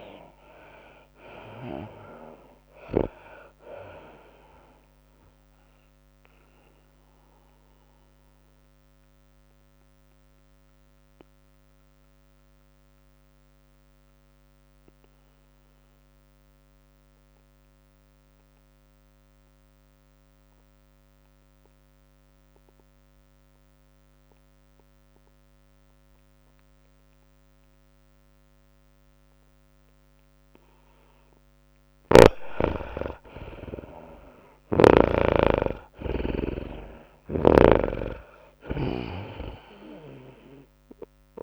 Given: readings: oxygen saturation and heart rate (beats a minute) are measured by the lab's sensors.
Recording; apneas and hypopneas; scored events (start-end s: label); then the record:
breathing in sleep by a microphone on the trachea; 1
0.00-1.50 s: arousal
0.00-11.50 s: drop in pulse transit time (device-marked, heart rate 104 extreme)
0.00-16.50 s: oxygen desaturation (device-marked, oxygen 83% lowest, heart rate 101 extreme)
0.00-41.43 s: tachycardia (device-marked, heart rate 110 extreme)
8.00-31.00 s: mixed apnea (oxygen 98% before, 83% lowest, heart rate 104 before, 101 extreme, up 4 after)
29.50-41.43 s: oxygen desaturation (device-marked, oxygen 99% before, 83% lowest, heart rate 104 before, 99 extreme)
33.50-38.00 s: arousal
From the record:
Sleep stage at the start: N2 (light sleep); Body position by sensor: on the back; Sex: female